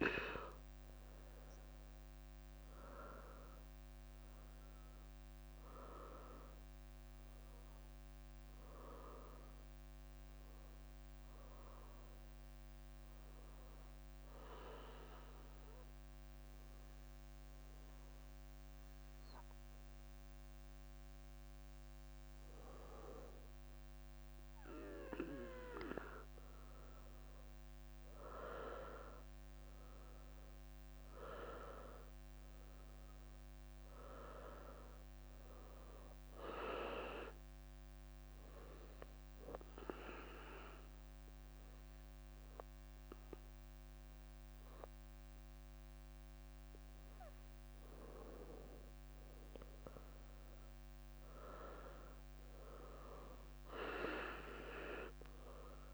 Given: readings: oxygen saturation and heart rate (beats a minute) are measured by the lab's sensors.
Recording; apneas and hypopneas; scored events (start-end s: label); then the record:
breathing in sleep by a microphone on the trachea; 2
7.50-10.50 s: arousal
12.50-18.50 s: bradycardia (device-marked, heart rate 67 before, 58 extreme)
12.50-22.50 s: hypopnea (oxygen 99% before, 95% lowest, heart rate 67 before, 58 extreme, up 10 after)
13.50-55.94 s: new sleep stage, N2 (light sleep)
18.50-20.00 s: leg movement (device-marked)
27.00-31.50 s: arousal
32.50-39.00 s: leg movement (device-marked)
37.00-47.00 s: obstructive apnea (oxygen 98% before, 94% lowest, heart rate 64 before, 60 extreme, up 6 after)
40.50-47.00 s: leg movement (device-marked)
48.50-52.50 s: arousal
From the record:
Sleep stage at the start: N1 (lightest sleep); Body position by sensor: on the right side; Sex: female